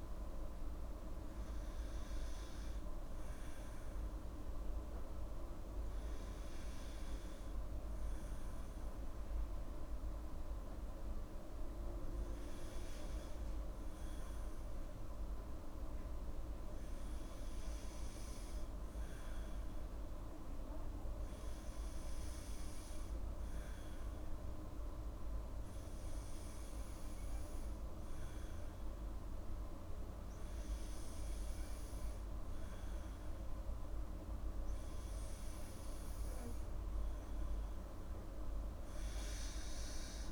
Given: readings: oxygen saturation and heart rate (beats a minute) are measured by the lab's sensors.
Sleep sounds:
breathing in sleep, hard to hear, by a room microphone; none
8.00-40.32 s: new sleep stage, N3 (deep sleep)
From the record:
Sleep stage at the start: N2 (light sleep); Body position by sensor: on the back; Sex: female

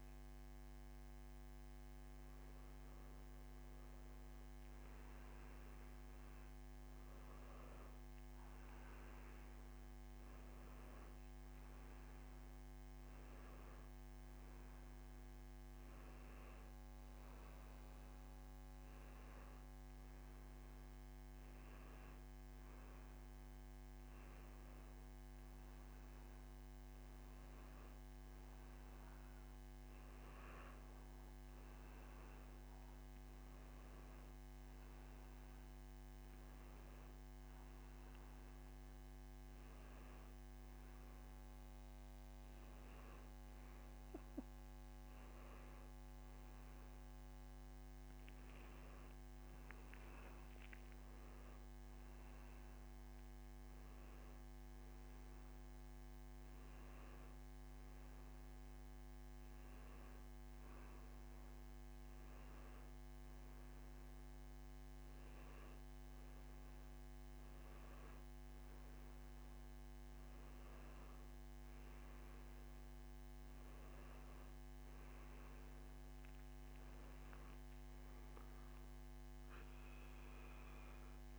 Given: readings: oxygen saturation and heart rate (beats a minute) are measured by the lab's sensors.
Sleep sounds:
breathing in sleep, hard to hear, by a microphone on the trachea; none
12.00-18.00 s: oxygen desaturation (device-marked, oxygen 98% before, 92% lowest, heart rate 84 before, 86 extreme)
81.00-81.38 s: new sleep stage, awake
From the record:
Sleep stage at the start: N2 (light sleep); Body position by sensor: on the back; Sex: male

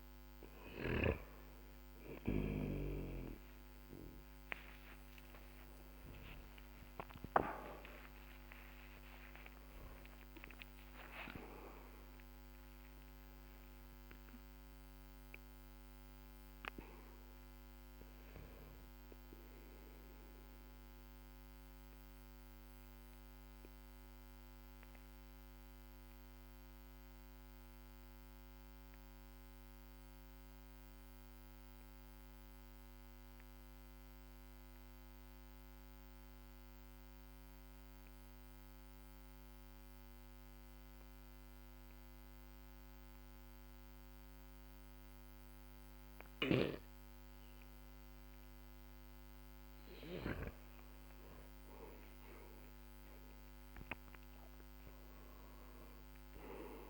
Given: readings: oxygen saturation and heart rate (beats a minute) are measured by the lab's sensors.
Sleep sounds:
breathing in sleep by a microphone on the trachea; 1
11.00-16.50 s: arousal
11.50-35.50 s: oxygen desaturation (device-marked, oxygen 96% before, 93% lowest, heart rate 66 before, 47 extreme)
21.00-48.00 s: mixed apnea (oxygen 98% before, 93% lowest, heart rate 72 before, 45 extreme, up 13 after)
50.50-54.50 s: arousal
From the record:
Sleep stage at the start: N2 (light sleep); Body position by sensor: on the back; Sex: male

